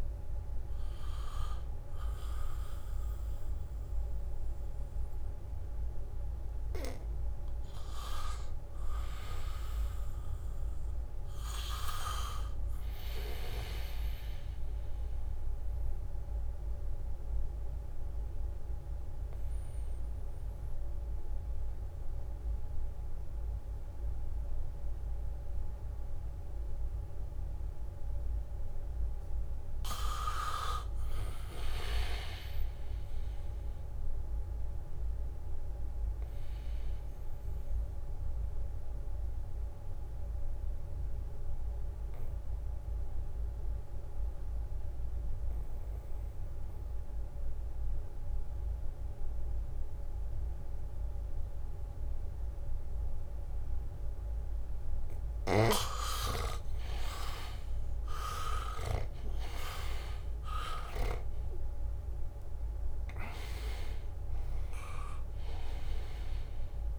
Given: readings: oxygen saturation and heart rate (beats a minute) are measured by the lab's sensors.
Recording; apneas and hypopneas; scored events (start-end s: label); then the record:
breathing in sleep by a room microphone; 2
0.00-8.00 s: oxygen desaturation (device-marked, oxygen 70% lowest, heart rate 64 extreme)
3.00-66.99 s: new sleep stage, N2 (light sleep)
9.00-13.00 s: arousal
16.00-29.00 s: mixed apnea (oxygen 99% before, 78% lowest, heart rate 80 before, 73 extreme, up 0 after)
31.00-35.50 s: arousal
34.00-49.00 s: oxygen desaturation (device-marked, oxygen 97% before, 86% lowest, heart rate 79 before, 72 extreme)
37.50-53.50 s: obstructive apnea (oxygen 99% before, 78% lowest, heart rate 79 before, 72 extreme, up 0 after)
38.00-47.00 s: leg movement (device-marked)
51.00-66.99 s: oxygen desaturation (device-marked, oxygen 96% before, 78% lowest, heart rate 76 before, 70 extreme)
55.50-57.50 s: leg movement (device-marked)
55.50-59.50 s: arousal
55.50-59.50 s: snoring (device-marked)
From the record:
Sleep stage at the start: REM sleep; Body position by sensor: on the back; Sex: male